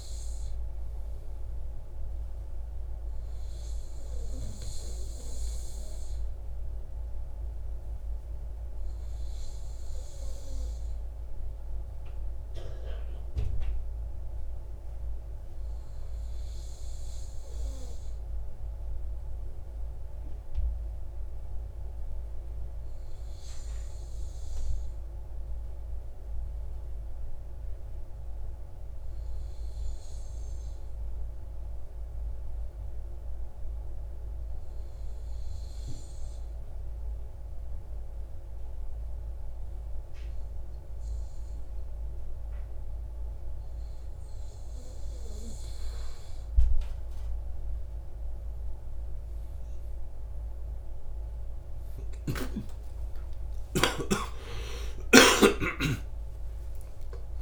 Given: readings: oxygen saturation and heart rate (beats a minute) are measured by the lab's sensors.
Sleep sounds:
breathing in sleep by a room microphone; 1
21.50-43.00 s: obstructive apnea (oxygen 97% before, 94% lowest, heart rate 64 before, 47 extreme, up 48 after)
51.50-57.42 s: arousal
From the record:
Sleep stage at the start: N2 (light sleep); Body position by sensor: on the right side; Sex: male

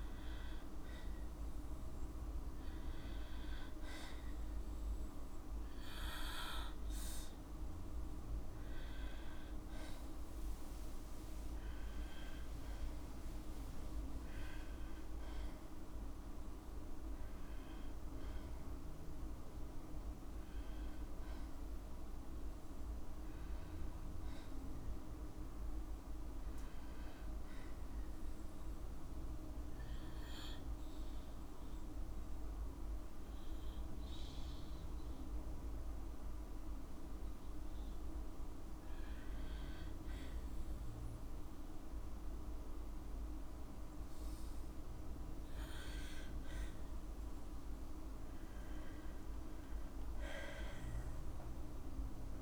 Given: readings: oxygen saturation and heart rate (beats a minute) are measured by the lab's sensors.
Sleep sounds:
breathing in sleep, hard to hear, by a room microphone; none
none scored
From the record:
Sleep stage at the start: N2 (light sleep); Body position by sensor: on the back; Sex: female

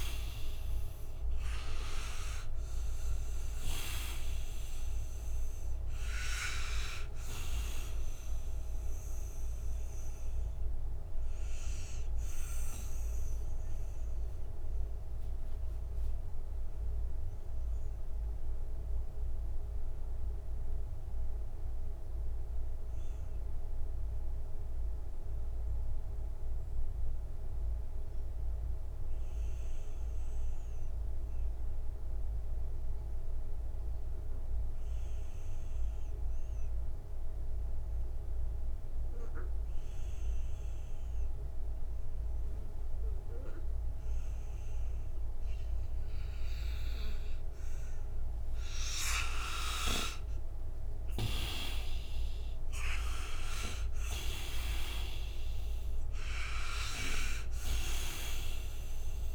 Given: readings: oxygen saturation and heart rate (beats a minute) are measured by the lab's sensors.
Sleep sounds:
breathing in sleep by a room microphone; 1
0.00-1.50 s: arousal
0.00-33.50 s: oxygen desaturation (device-marked, oxygen 78% lowest, heart rate 58 extreme)
9.00-48.50 s: mixed apnea (oxygen 97% before, 78% lowest, heart rate 71 before, 58 extreme, up 8 after)
46.50-59.35 s: oxygen desaturation (device-marked, oxygen 98% before, 81% lowest, heart rate 61 before, 57 extreme)
49.50-54.50 s: arousal
From the record:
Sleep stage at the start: N2 (light sleep); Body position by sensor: on the right side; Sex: male

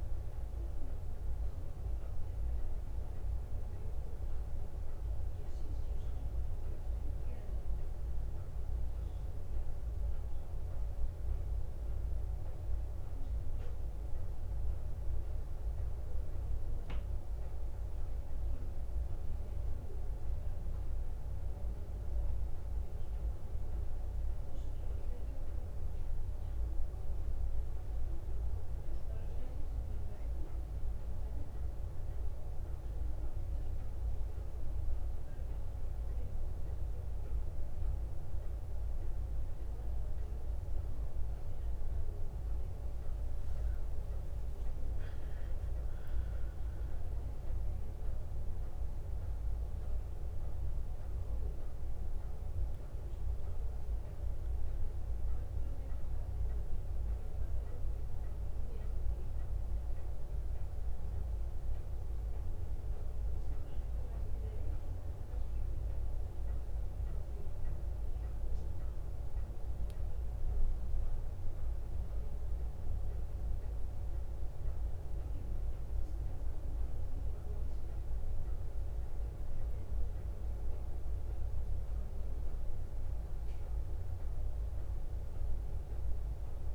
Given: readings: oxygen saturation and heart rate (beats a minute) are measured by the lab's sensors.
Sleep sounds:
breathing in sleep, hard to hear, by a room microphone; none
none scored
From the record:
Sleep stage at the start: N2 (light sleep); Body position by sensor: on the back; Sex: female

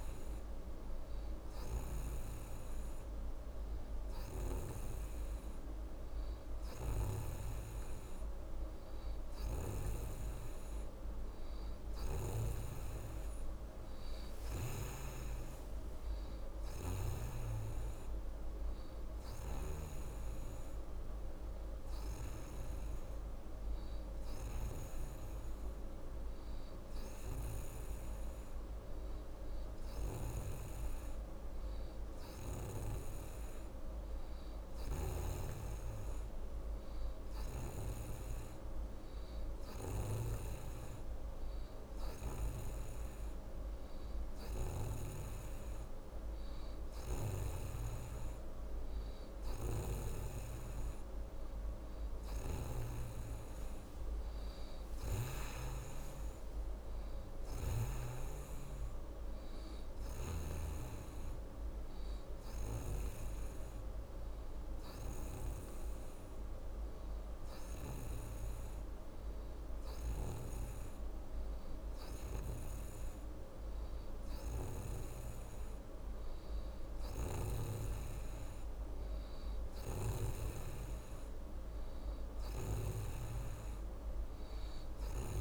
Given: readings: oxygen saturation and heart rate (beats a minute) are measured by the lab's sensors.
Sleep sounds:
breathing in sleep by a room microphone; none
82.00-85.41 s: snoring (device-marked)
From the record:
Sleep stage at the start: N2 (light sleep); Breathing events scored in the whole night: 128 in 6.0 hours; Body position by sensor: on the right side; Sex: female

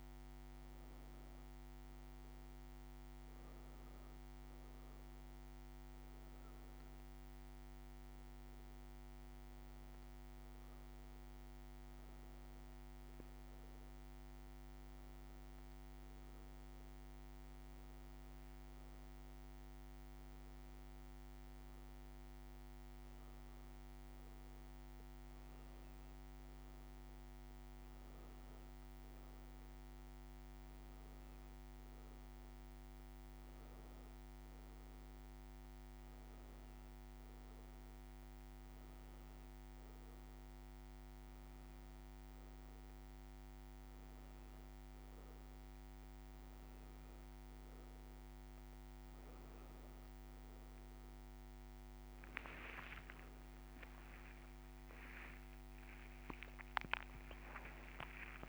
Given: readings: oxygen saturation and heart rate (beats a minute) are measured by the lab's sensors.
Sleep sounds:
breathing in sleep, hard to hear, by a microphone on the trachea; none
44.00-58.49 s: new sleep stage, N1 (lightest sleep)
52.50-58.49 s: arousal
From the record:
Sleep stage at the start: N2 (light sleep); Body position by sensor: on the back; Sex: female

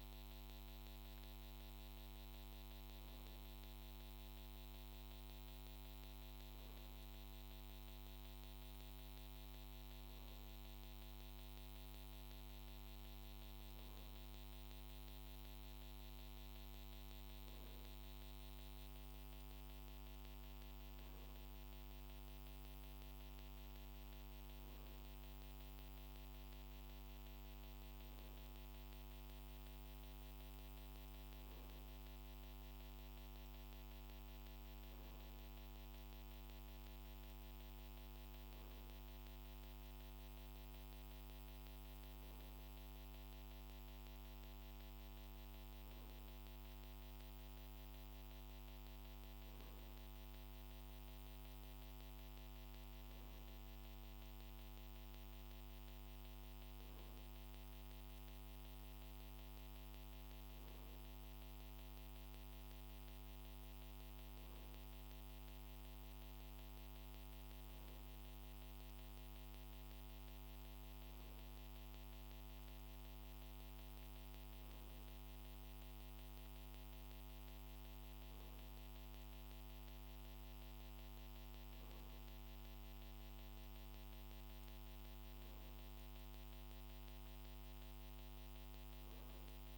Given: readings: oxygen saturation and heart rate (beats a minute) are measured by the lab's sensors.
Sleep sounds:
breathing in sleep, hard to hear, by a microphone on the trachea; none
none scored
From the record:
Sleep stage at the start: N2 (light sleep); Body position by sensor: on the right side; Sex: male

